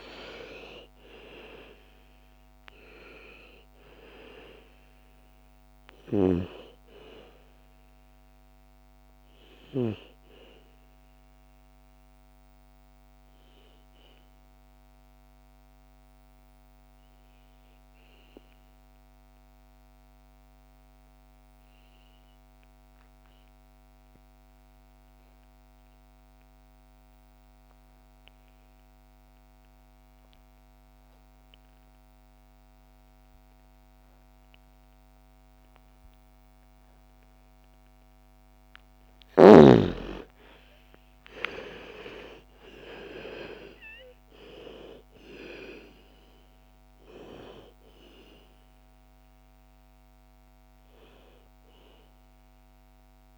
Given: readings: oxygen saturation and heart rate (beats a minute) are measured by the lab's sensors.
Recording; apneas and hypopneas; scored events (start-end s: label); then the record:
breathing in sleep by a microphone on the trachea; 1
0.00-2.00 s: arousal
0.00-19.00 s: oxygen desaturation (device-marked, oxygen 88% lowest, heart rate 57 extreme)
10.50-37.50 s: obstructive apnea (oxygen 99% before, 78% lowest, heart rate 63 before, 57 extreme, up 12 after)
28.00-53.38 s: oxygen desaturation (device-marked, oxygen 99% before, 78% lowest, heart rate 60 before, 55 extreme)
39.50-43.50 s: arousal
From the record:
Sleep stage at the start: N2 (light sleep); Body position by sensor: on the back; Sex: female